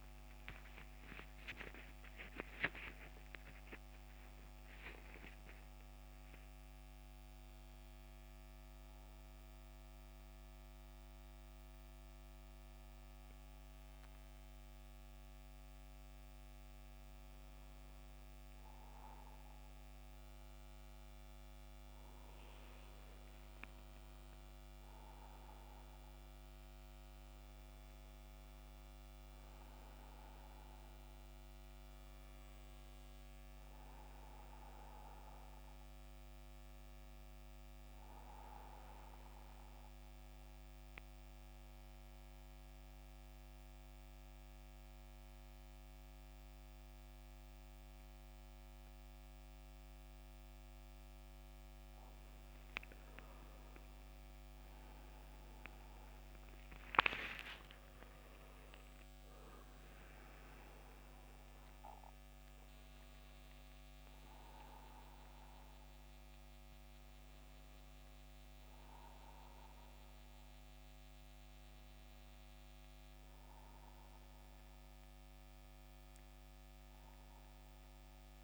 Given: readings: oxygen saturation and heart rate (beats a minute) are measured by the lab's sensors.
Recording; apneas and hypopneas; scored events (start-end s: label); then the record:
breathing in sleep by a microphone on the trachea; 2
0.00-1.00 s: oxygen desaturation (device-marked, oxygen 86% lowest, heart rate 71 extreme)
0.00-5.00 s: snoring (device-marked)
7.00-20.50 s: hypopnea (oxygen 97% before, 87% lowest, heart rate 78 before, 70 extreme, up 9 after)
7.00-78.44 s: new sleep stage, N2 (light sleep)
21.00-55.00 s: oxygen desaturation (device-marked, oxygen 96% before, 89% lowest, heart rate 74 before, 69 extreme)
23.50-28.00 s: arousal
38.00-51.00 s: mixed apnea (oxygen 97% before, 87% lowest, heart rate 77 before, 69 extreme, up 13 after)
53.00-56.50 s: arousal
64.00-78.44 s: oxygen desaturation (device-marked, oxygen 93% before, 87% lowest, heart rate 75 before, 67 extreme)
From the record:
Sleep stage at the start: N1 (lightest sleep); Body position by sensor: on the back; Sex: male